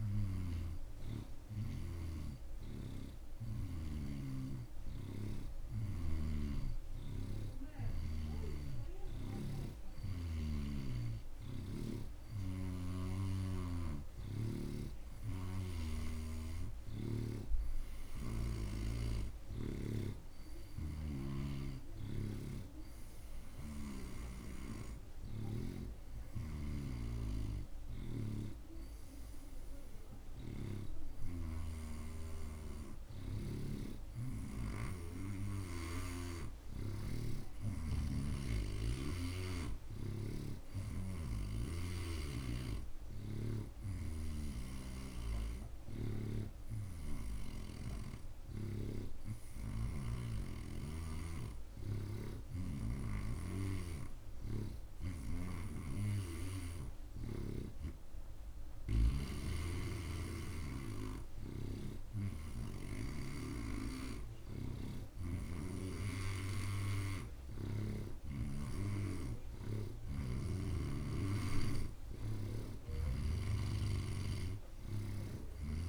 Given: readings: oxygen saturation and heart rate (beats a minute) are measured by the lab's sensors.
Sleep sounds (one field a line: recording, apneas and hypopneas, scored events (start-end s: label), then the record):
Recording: breathing in sleep by a room microphone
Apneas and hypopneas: none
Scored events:
0.00-9.50 s: oxygen desaturation (device-marked, oxygen 85% lowest)
2.00-6.50 s: snoring (device-marked)
8.50-16.50 s: snoring (device-marked)
17.50-31.50 s: oxygen desaturation (device-marked, oxygen 90% before, 86% lowest)
21.00-35.00 s: snoring (device-marked)
42.00-50.50 s: snoring (device-marked)
52.50-59.50 s: snoring (device-marked)
61.50-66.00 s: snoring (device-marked)
73.00-75.89 s: snoring (device-marked)
From the record:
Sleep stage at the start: N2 (light sleep)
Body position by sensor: on the right side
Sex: male